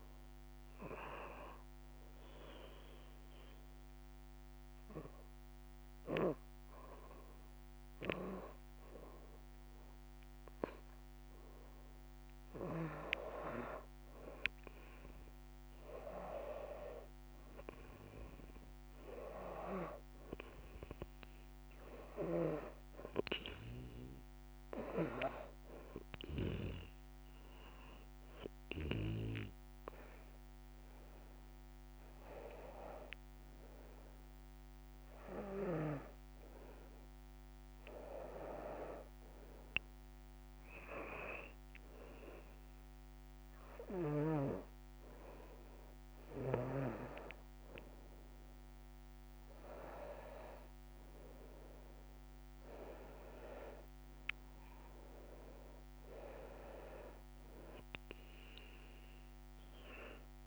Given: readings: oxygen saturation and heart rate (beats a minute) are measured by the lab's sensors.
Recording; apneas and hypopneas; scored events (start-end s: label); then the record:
breathing in sleep by a microphone on the trachea; 2
0.50-13.00 s: hypopnea (oxygen 96% before, 86% lowest)
14.00-34.00 s: oxygen desaturation (device-marked, oxygen 96% before, 86% lowest)
16.50-20.50 s: arousal
36.00-38.00 s: long interval between heartbeats (device-marked)
41.00-51.00 s: hypopnea (oxygen 95% before, 90% lowest)
51.00-60.47 s: oxygen desaturation (device-marked, oxygen 94% before, 90% lowest)
53.00-57.00 s: arousal
From the record:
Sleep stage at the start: N2 (light sleep); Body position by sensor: on the back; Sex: female